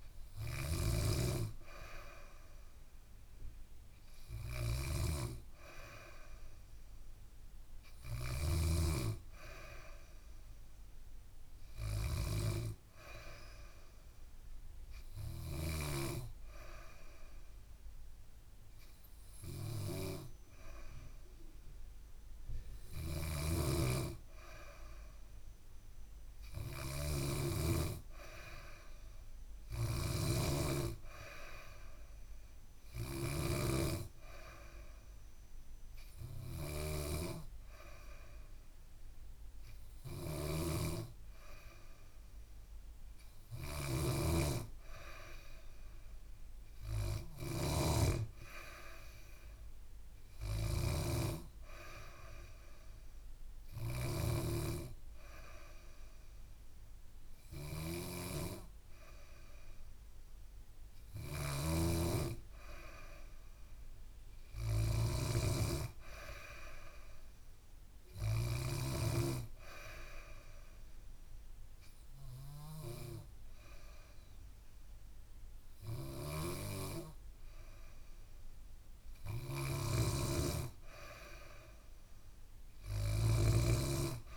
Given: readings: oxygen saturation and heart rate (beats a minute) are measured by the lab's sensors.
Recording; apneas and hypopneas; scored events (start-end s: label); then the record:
breathing in sleep by a room microphone; 1
0.00-15.50 s: snoring (device-marked)
22.50-33.00 s: snoring (device-marked)
39.50-68.50 s: snoring (device-marked)
69.50-80.00 s: obstructive apnea (oxygen 96% before, 94% lowest, heart rate 71 before, 68 extreme, up 1 after)
72.00-81.00 s: oxygen desaturation (device-marked, oxygen 97% before, 94% lowest, heart rate 71 before, 68 extreme)
79.00-84.37 s: snoring (device-marked)
82.00-84.37 s: arousal
From the record:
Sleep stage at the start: N2 (light sleep); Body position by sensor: on the back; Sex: female